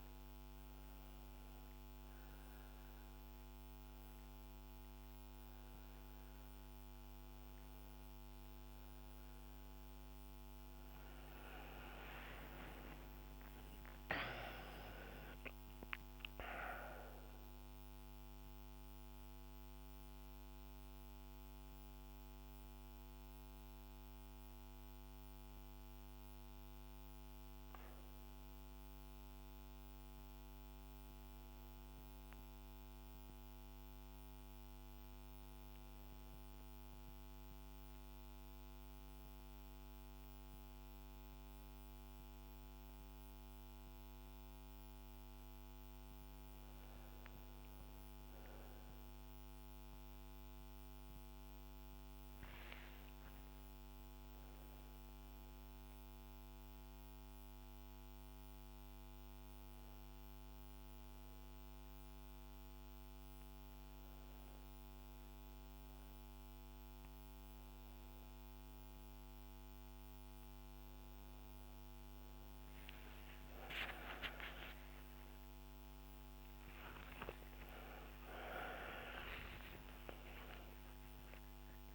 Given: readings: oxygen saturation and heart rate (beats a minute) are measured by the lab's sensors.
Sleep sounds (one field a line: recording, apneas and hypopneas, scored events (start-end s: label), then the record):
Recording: breathing in sleep by a microphone on the trachea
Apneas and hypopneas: 1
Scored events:
12.00-16.50 s: arousal
49.00-52.50 s: arousal
55.50-68.50 s: hypopnea (oxygen 100% before, 93% lowest, heart rate 69 before, 70 extreme, up 3 after)
74.00-80.50 s: arousal
74.50-81.94 s: oxygen desaturation (device-marked, oxygen 99% before, 93% lowest, heart rate 71 before, 69 extreme)
From the record:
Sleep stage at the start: N1 (lightest sleep)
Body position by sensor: on the back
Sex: female